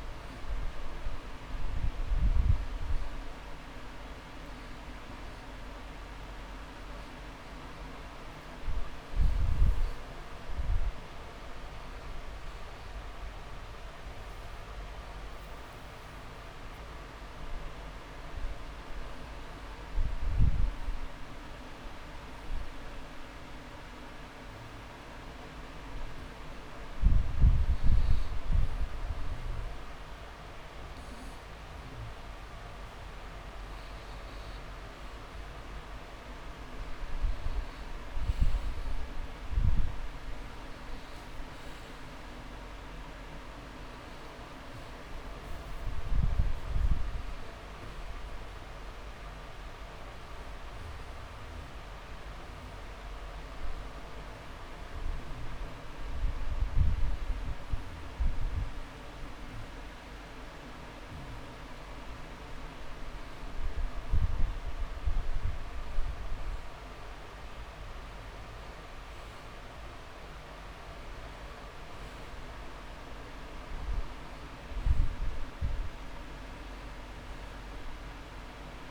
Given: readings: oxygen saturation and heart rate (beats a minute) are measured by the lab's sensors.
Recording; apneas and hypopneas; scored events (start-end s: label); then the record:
breathing in sleep, hard to hear, by a room microphone; 2
9.50-11.50 s: long interval between heartbeats (device-marked)
20.00-34.00 s: hypopnea (oxygen 99% before, 94% lowest)
27.00-29.00 s: long interval between heartbeats (device-marked)
37.00-41.00 s: arousal
44.00-59.00 s: oxygen desaturation (device-marked, oxygen 97% before, 94% lowest)
50.50-63.00 s: hypopnea (oxygen 99% before, 94% lowest)
67.50-70.50 s: arousal
From the record:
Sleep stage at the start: N2 (light sleep); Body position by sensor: on the back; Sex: male